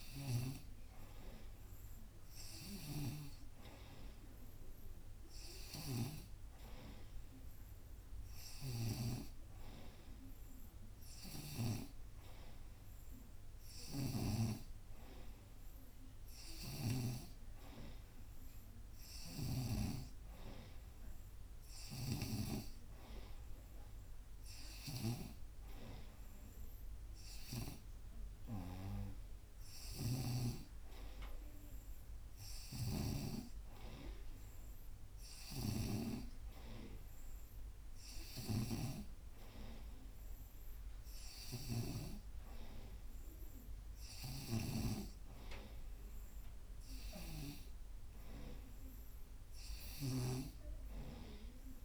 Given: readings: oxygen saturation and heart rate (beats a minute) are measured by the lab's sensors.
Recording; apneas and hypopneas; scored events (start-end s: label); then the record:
breathing in sleep by a room microphone; none
0.00-14.50 s: snoring (device-marked)
19.00-22.50 s: snoring (device-marked)
32.50-51.85 s: snoring (device-marked)
From the record:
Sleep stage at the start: N3 (deep sleep); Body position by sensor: on the right side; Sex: female